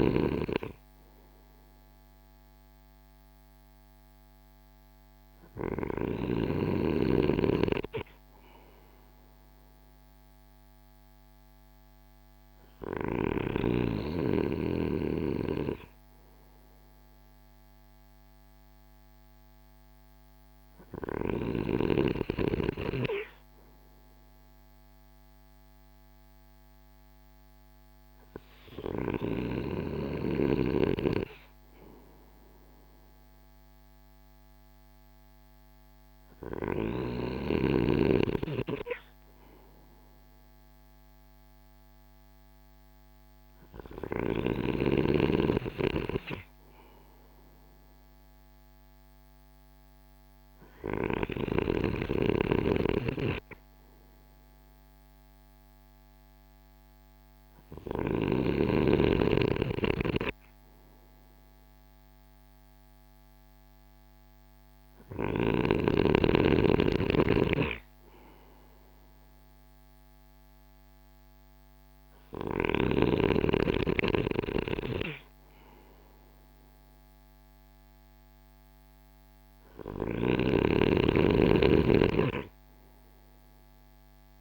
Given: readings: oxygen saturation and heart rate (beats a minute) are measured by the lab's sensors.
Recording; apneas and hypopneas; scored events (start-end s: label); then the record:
breathing in sleep by a microphone on the trachea; none
none scored
From the record:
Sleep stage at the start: N3 (deep sleep); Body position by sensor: on the right side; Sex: male